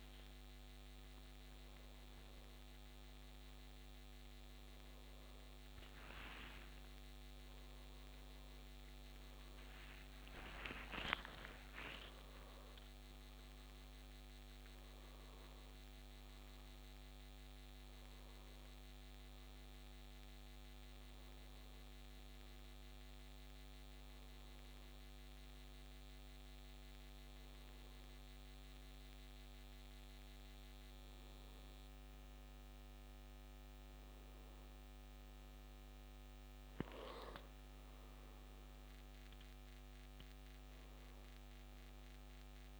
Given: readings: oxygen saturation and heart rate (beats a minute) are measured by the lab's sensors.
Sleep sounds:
a person awake in a sleep study, by a microphone on the trachea; none
none scored
From the record:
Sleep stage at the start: awake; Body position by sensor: on the back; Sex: male

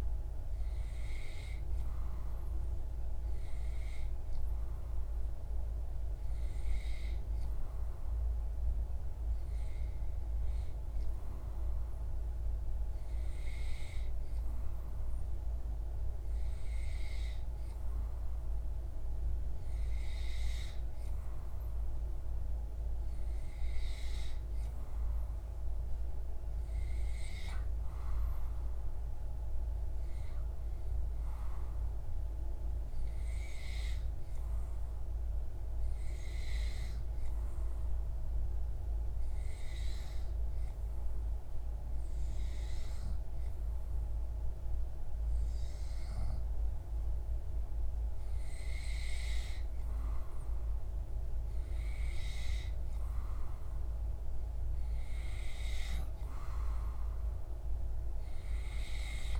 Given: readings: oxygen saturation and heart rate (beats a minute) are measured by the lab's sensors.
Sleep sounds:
breathing in sleep by a room microphone; none
none scored
From the record:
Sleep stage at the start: N2 (light sleep); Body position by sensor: on the back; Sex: male

